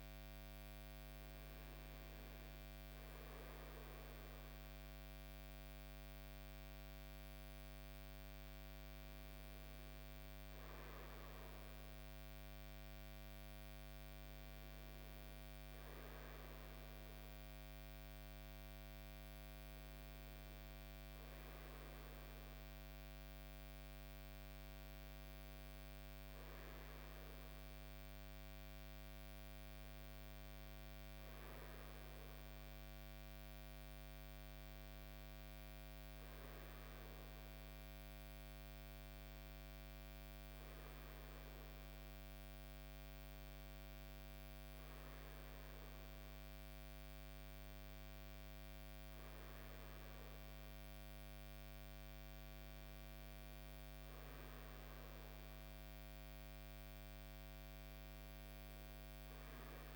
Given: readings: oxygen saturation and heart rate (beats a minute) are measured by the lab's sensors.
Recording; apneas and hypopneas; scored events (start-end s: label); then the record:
breathing in sleep, hard to hear, by a microphone on the trachea; none
none scored
From the record:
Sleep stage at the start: REM sleep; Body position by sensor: on the front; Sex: male